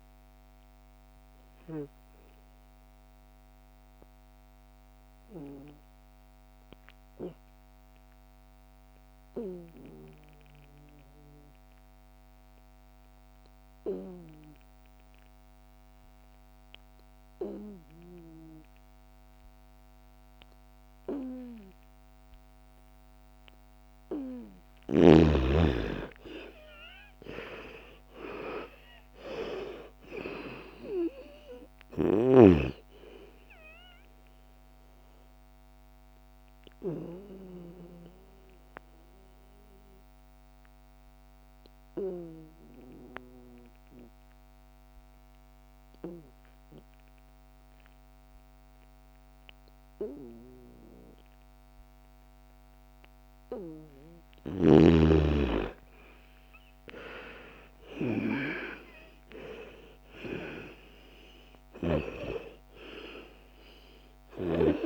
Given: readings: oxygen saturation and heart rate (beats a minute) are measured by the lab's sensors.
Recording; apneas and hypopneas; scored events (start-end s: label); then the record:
breathing in sleep by a microphone on the trachea; 2
0.00-8.00 s: oxygen desaturation (device-marked, oxygen 81% lowest, heart rate 55 extreme)
1.00-22.00 s: obstructive apnea (oxygen 99% before, 81% lowest, heart rate 63 before, 54 extreme, up 8 after)
24.00-45.00 s: oxygen desaturation (device-marked, oxygen 99% before, 81% lowest, heart rate 59 before, 54 extreme)
25.50-30.00 s: arousal
34.50-52.00 s: obstructive apnea (oxygen 99% before, 81% lowest, heart rate 62 before, 54 extreme, up 10 after)
55.00-59.50 s: arousal
55.00-64.86 s: oxygen desaturation (device-marked, oxygen 99% before, 84% lowest, heart rate 59 before, 56 extreme)
From the record:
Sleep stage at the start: N2 (light sleep); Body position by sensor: on the back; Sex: female